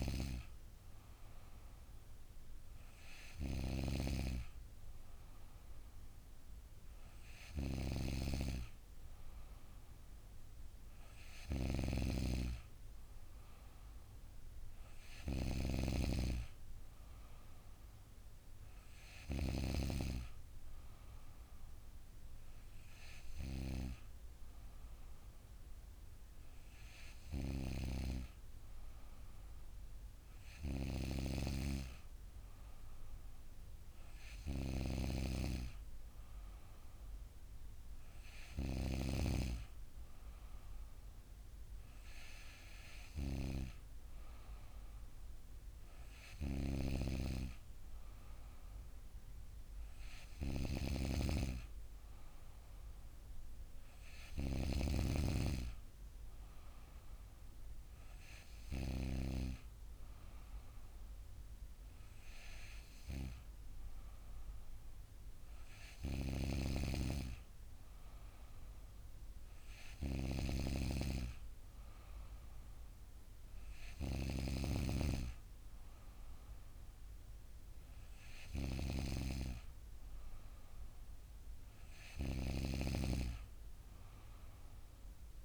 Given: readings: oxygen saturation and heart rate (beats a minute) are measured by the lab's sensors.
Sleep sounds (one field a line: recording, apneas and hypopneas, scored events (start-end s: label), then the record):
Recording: breathing in sleep by a room microphone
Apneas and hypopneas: none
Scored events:
none scored
From the record:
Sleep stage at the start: N3 (deep sleep)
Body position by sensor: on the back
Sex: female